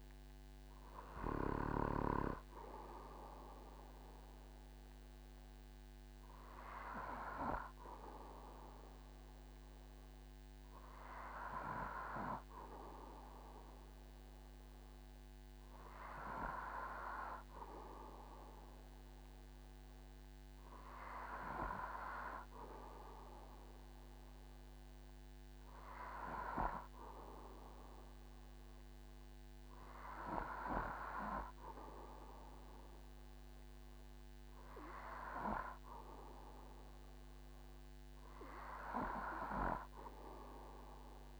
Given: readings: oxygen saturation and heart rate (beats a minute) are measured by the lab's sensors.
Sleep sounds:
breathing in sleep by a microphone on the trachea; none
38.00-41.40 s: new sleep stage, N2 (light sleep)
From the record:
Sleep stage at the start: N3 (deep sleep); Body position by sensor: on the back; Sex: male

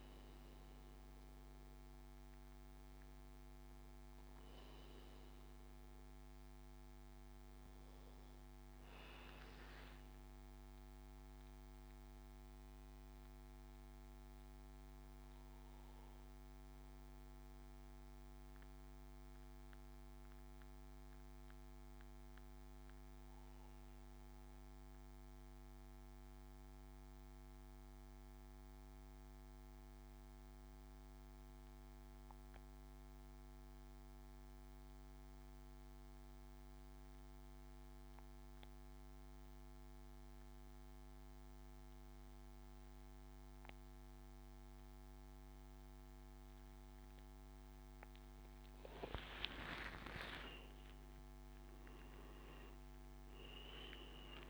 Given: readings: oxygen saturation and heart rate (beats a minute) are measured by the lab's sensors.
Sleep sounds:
breathing in sleep, hard to hear, by a microphone on the trachea; 1
0.00-16.00 s: oxygen desaturation (device-marked, oxygen 91% lowest, heart rate 66 extreme)
11.50-47.50 s: mixed apnea (oxygen 97% before, 90% lowest, heart rate 78 before, 63 extreme, up 18 after)
38.00-54.50 s: oxygen desaturation (device-marked, oxygen 99% before, 90% lowest, heart rate 71 before, 62 extreme)
49.50-53.50 s: arousal
From the record:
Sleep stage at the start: N2 (light sleep); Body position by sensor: on the back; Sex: male

